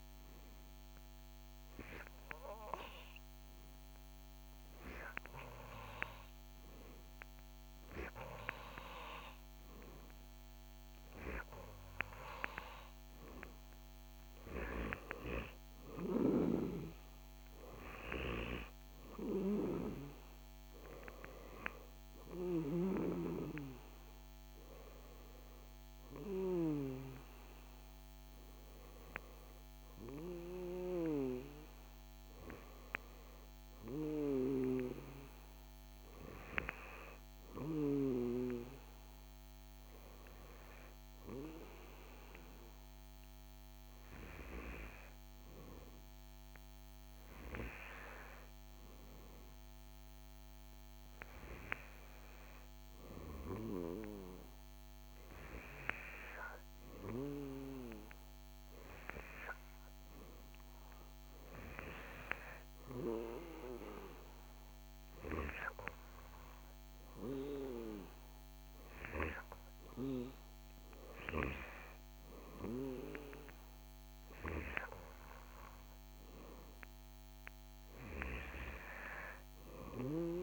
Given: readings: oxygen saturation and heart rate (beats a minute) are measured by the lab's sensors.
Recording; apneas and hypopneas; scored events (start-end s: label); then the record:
breathing in sleep by a microphone on the trachea; none
23.00-36.00 s: oxygen desaturation (device-marked, oxygen 95% before, 92% lowest, heart rate 76 before, 69 extreme)
From the record:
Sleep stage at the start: N2 (light sleep); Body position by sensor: on the back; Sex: male